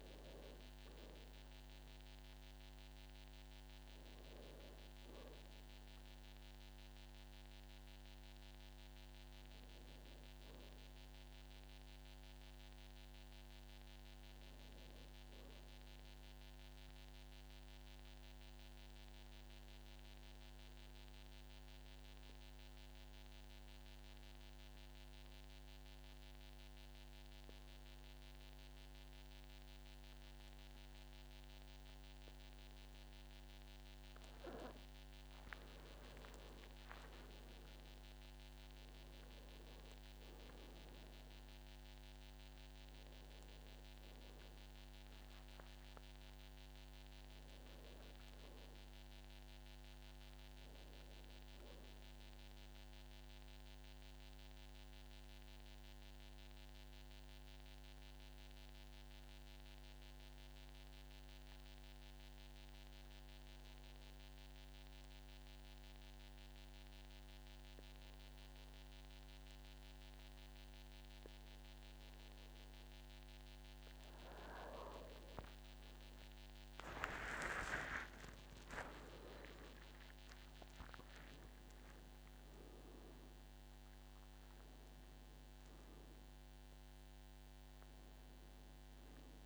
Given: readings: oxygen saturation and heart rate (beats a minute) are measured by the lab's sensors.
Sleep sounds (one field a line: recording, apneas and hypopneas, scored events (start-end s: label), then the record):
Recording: breathing in sleep by a microphone on the trachea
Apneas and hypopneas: 2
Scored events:
0.00-11.50 s: oxygen desaturation (device-marked, oxygen 92% lowest, heart rate 52 extreme)
11.00-14.50 s: arousal
17.00-34.00 s: mixed apnea (oxygen 99% before, 90% lowest, heart rate 59 before, 52 extreme, up 15 after)
28.50-64.50 s: oxygen desaturation (device-marked, oxygen 99% before, 90% lowest, heart rate 54 before, 50 extreme)
37.00-41.50 s: arousal
53.50-75.00 s: mixed apnea (oxygen 98% before, 90% lowest, heart rate 63 before, 50 extreme, up 48 after)
77.00-79.00 s: long interval between heartbeats (device-marked, heart rate 52 before, 69 extreme)
77.00-81.50 s: arousal
79.50-89.46 s: oxygen desaturation (device-marked, oxygen 99% before, 91% lowest, heart rate 56 before, 51 extreme)
82.00-84.00 s: long interval between heartbeats (device-marked, heart rate 59 before, 98 extreme)
From the record:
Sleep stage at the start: N2 (light sleep)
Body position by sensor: on the back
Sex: male